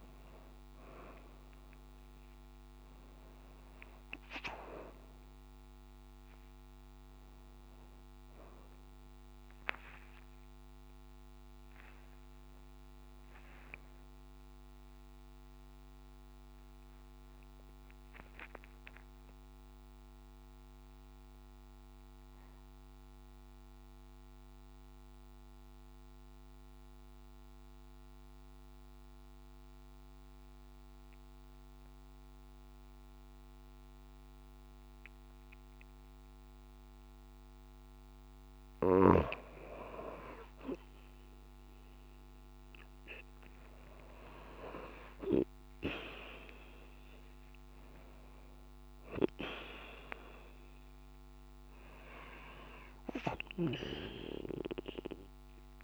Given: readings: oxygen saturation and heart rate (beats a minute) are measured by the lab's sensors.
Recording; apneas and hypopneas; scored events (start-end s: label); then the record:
breathing in sleep by a microphone on the trachea; 1
0.00-2.00 s: long interval between heartbeats (device-marked)
0.00-21.00 s: oxygen desaturation (device-marked, oxygen 96% before, 92% lowest)
11.50-13.50 s: long interval between heartbeats (device-marked)
15.50-38.00 s: mixed apnea (oxygen 96% before, 92% lowest)
17.50-19.50 s: long interval between heartbeats (device-marked)
20.50-22.50 s: long interval between heartbeats (device-marked)
24.50-26.50 s: long interval between heartbeats (device-marked, heart rate 30 before, 50 extreme)
39.50-44.50 s: arousal
43.00-45.00 s: long interval between heartbeats (device-marked)
46.00-55.84 s: oxygen desaturation (device-marked, oxygen 96% before, 92% lowest)
51.00-53.00 s: long interval between heartbeats (device-marked)
From the record:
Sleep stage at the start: N2 (light sleep); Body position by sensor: on the right side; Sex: female